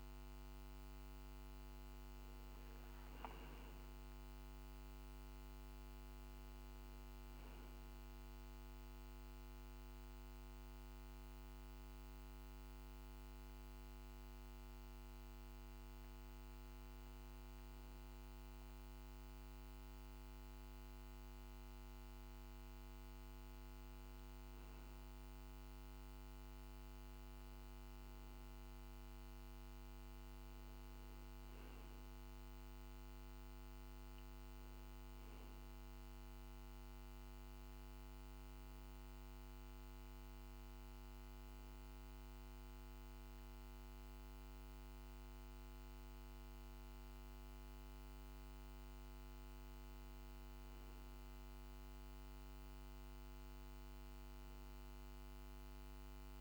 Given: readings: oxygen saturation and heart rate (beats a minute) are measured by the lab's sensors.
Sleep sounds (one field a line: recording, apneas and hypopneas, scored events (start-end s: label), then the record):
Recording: breathing in sleep, hard to hear, by a microphone on the trachea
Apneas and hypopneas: 1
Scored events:
38.50-51.50 s: hypopnea (oxygen 98% before, 94% lowest, heart rate 51 before, 51 extreme, up 0 after)
47.50-56.41 s: new sleep stage, awake
From the record:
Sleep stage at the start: N2 (light sleep)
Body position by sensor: on the back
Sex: male